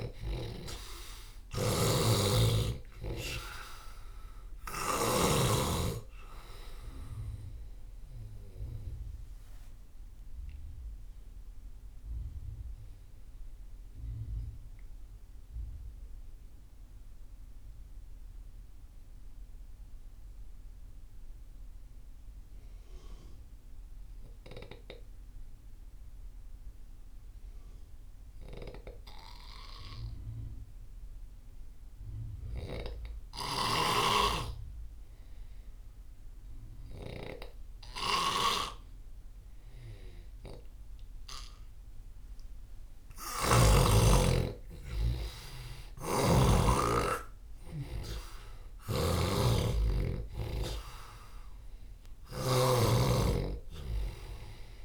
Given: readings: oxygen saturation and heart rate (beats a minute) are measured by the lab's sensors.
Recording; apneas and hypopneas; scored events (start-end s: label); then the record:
breathing in sleep by a room microphone; 1
0.00-24.00 s: oxygen desaturation (device-marked, oxygen 86% lowest)
1.00-5.00 s: snoring (device-marked)
10.00-43.50 s: mixed apnea (oxygen 98% before, 86% lowest)
33.00-43.50 s: snoring (device-marked)
36.00-54.85 s: oxygen desaturation (device-marked, oxygen 98% before, 89% lowest)
44.50-48.00 s: arousal
45.50-52.50 s: snoring (device-marked)
From the record:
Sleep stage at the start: N2 (light sleep); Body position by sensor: on the left side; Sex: male